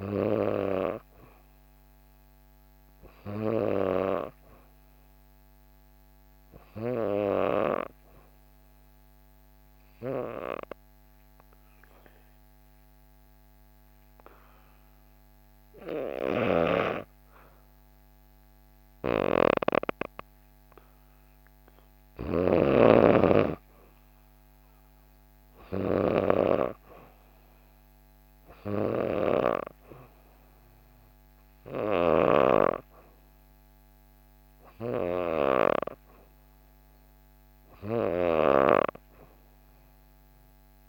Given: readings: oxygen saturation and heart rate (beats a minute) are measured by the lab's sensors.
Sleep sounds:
breathing in sleep by a microphone on the trachea; 1
9.50-21.00 s: obstructive apnea (oxygen 93% before, 89% lowest, heart rate 64 before, 63 extreme, up 1 after)
18.50-32.00 s: snoring (device-marked)
23.00-26.00 s: arousal
25.50-40.89 s: oxygen desaturation (device-marked, oxygen 95% before, 89% lowest, heart rate 64 before, 63 extreme)
From the record:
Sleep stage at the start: N3 (deep sleep); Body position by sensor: on the back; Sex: female

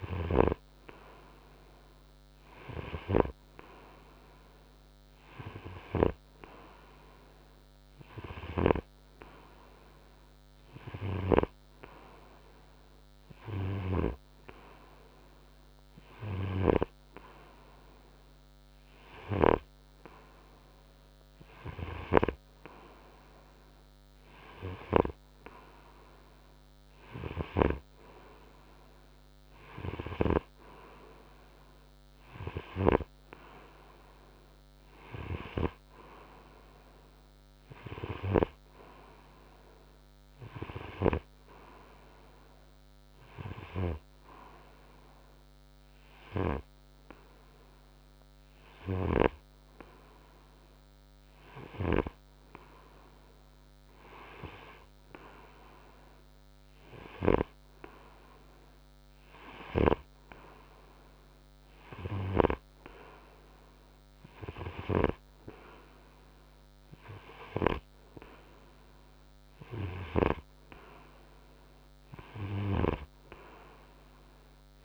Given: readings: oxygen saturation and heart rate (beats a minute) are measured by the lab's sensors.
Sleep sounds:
breathing in sleep by a microphone on the trachea; none
none scored
From the record:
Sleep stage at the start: N2 (light sleep); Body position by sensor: on the front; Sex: male

